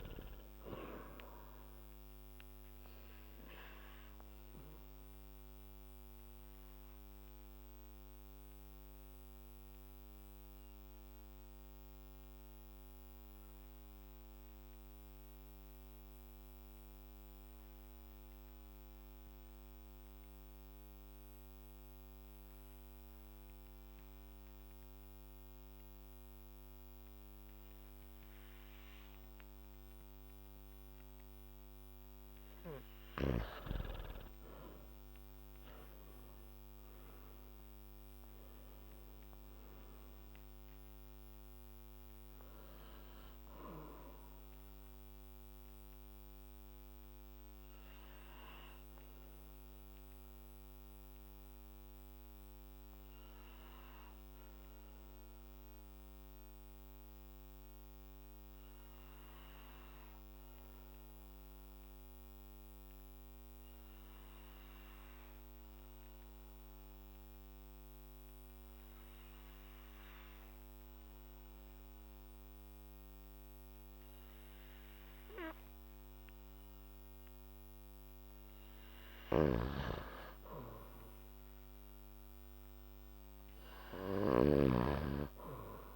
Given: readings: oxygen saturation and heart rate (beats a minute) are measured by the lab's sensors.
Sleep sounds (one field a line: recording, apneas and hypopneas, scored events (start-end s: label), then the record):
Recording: breathing in sleep by a microphone on the trachea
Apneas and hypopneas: 2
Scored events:
0.00-28.00 s: oxygen desaturation (device-marked, oxygen 88% lowest, heart rate 49 extreme)
4.00-32.00 s: obstructive apnea (oxygen 99% before, 88% lowest, heart rate 59 before, 49 extreme, up 9 after)
34.00-37.50 s: arousal
45.00-78.50 s: obstructive apnea (oxygen 98% before, 89% lowest, heart rate 59 before, 54 extreme, up 5 after)
54.00-63.00 s: oxygen desaturation (device-marked, oxygen 97% before, 89% lowest, heart rate 60 before, 54 extreme)
79.00-84.50 s: snoring (device-marked)
80.50-84.50 s: arousal
From the record:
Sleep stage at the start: N2 (light sleep)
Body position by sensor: on the back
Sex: male